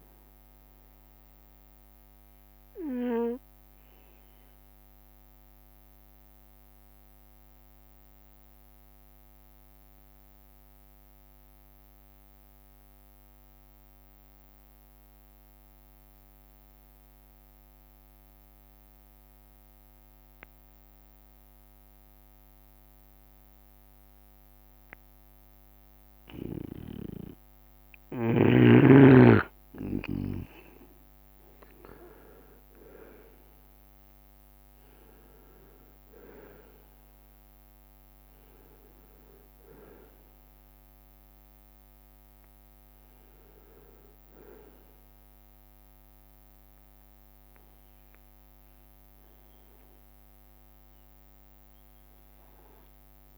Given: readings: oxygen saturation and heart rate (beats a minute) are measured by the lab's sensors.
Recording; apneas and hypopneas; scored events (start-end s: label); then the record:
breathing in sleep by a microphone on the trachea; 1
0.00-14.50 s: oxygen desaturation (device-marked, oxygen 93% lowest)
0.00-53.38 s: bradycardia (device-marked)
1.00-27.00 s: obstructive apnea (oxygen 98% before, 93% lowest)
7.00-9.00 s: long interval between heartbeats (device-marked)
15.50-17.50 s: long interval between heartbeats (device-marked)
22.00-24.50 s: leg movement (device-marked)
28.50-30.00 s: leg movement (device-marked)
29.00-31.00 s: long interval between heartbeats (device-marked)
29.00-34.00 s: arousal
30.50-33.50 s: leg movement (device-marked)
30.50-53.38 s: oxygen desaturation (device-marked, oxygen 98% before, 93% lowest)
36.00-38.00 s: long interval between heartbeats (device-marked)
40.50-49.50 s: drop in pulse transit time (device-marked)
47.00-49.00 s: long interval between heartbeats (device-marked)
From the record:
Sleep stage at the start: N2 (light sleep); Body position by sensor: on the right side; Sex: male